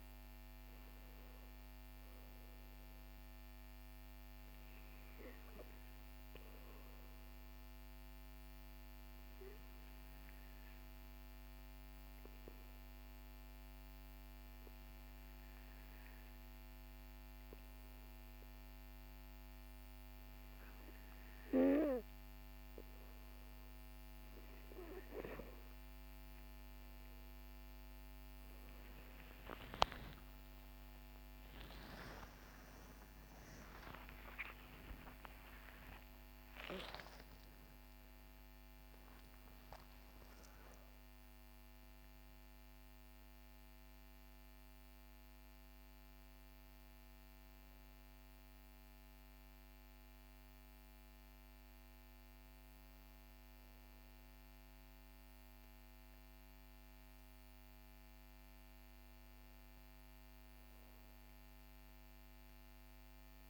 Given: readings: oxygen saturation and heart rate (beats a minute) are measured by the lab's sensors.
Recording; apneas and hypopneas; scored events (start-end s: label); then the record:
breathing in sleep by a microphone on the trachea; 1
5.50-22.00 s: obstructive apnea (oxygen 96% before, 94% lowest, heart rate 59 before, 46 extreme, up 20 after)
24.00-54.00 s: new sleep stage, N1 (lightest sleep)
28.50-38.50 s: arousal
54.00-63.49 s: new sleep stage, N2 (light sleep)
From the record:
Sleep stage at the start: N2 (light sleep); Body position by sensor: on the back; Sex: male